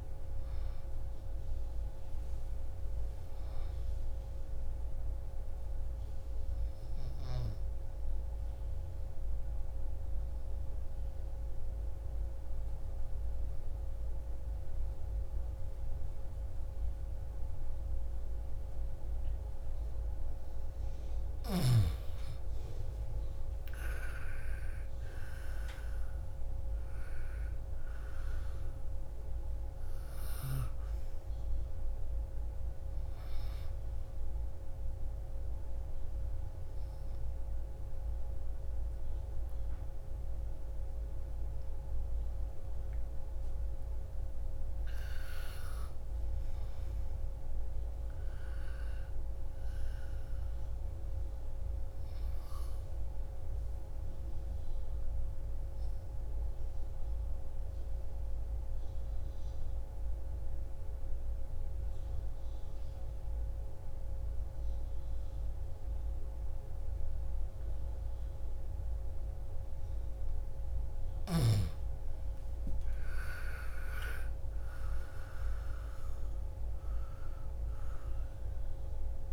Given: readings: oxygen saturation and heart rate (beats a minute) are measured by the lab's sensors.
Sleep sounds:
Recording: breathing in sleep, hard to hear, by a room microphone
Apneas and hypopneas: 3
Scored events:
0.00-11.00 s: oxygen desaturation (device-marked, oxygen 90% lowest, heart rate 37 extreme)
6.50-20.50 s: obstructive apnea (oxygen 98% before, 88% lowest, heart rate 60 before, 37 extreme, up 47 after)
23.00-25.50 s: arousal
29.00-50.00 s: oxygen desaturation (device-marked, oxygen 97% before, 88% lowest, heart rate 56 before, 35 extreme)
34.50-45.00 s: obstructive apnea (oxygen 98% before, 88% lowest, heart rate 61 before, 35 extreme, up 39 after)
47.00-51.00 s: arousal
57.00-71.50 s: obstructive apnea (oxygen 99% before, 87% lowest, heart rate 59 before, 30 extreme, up 41 after)
72.50-75.50 s: arousal
74.00-79.33 s: oxygen desaturation (device-marked, oxygen 98% before, 88% lowest, heart rate 41 before, 30 extreme)
From the record:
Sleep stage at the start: N2 (light sleep)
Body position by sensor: on the left side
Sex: female

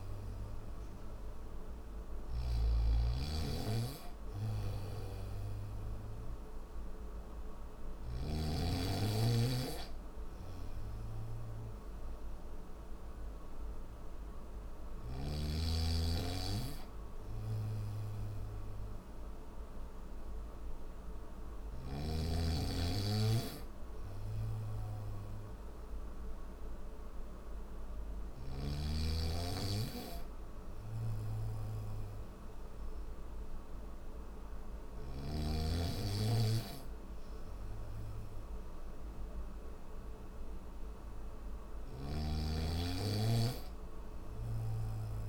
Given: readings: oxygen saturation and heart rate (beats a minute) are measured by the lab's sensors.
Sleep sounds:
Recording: breathing in sleep by a room microphone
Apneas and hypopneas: none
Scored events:
0.00-7.50 s: snoring (device-marked)
8.00-24.00 s: oxygen desaturation (device-marked, oxygen 96% before, 92% lowest, heart rate 72 before, 69 extreme)
From the record:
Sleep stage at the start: N3 (deep sleep)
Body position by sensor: on the back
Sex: male

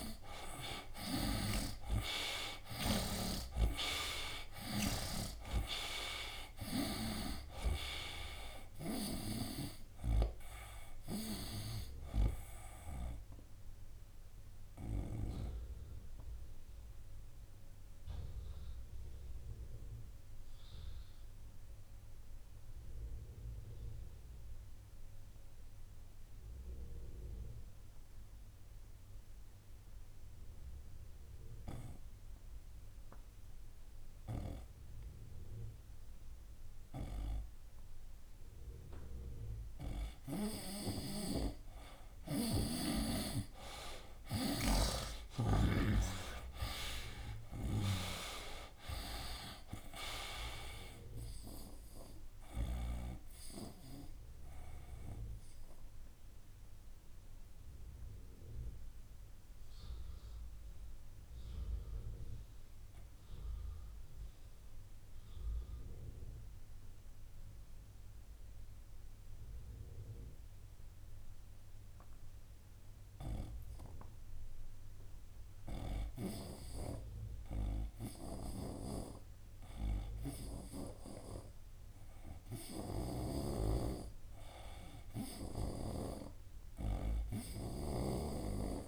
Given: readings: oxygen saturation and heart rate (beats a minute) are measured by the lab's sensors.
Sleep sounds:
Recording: breathing in sleep by a room microphone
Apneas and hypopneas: 2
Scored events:
0.00-3.00 s: snoring (device-marked)
0.00-28.00 s: oxygen desaturation (device-marked, oxygen 81% lowest, heart rate 63 extreme)
6.00-10.50 s: arousal
14.00-39.00 s: obstructive apnea (oxygen 97% before, 81% lowest, heart rate 78 before, 63 extreme, up 9 after)
40.00-73.00 s: oxygen desaturation (device-marked, oxygen 98% before, 83% lowest, heart rate 66 before, 64 extreme)
44.50-48.50 s: arousal
54.00-82.00 s: obstructive apnea (oxygen 98% before, 82% lowest, heart rate 70 before, 64 extreme, up 7 after)
75.00-88.88 s: oxygen desaturation (device-marked, oxygen 98% before, 82% lowest, heart rate 70 before, 63 extreme)
76.50-86.00 s: snoring (device-marked)
84.50-88.50 s: arousal
From the record:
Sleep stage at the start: N2 (light sleep)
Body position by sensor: on the right side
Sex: male

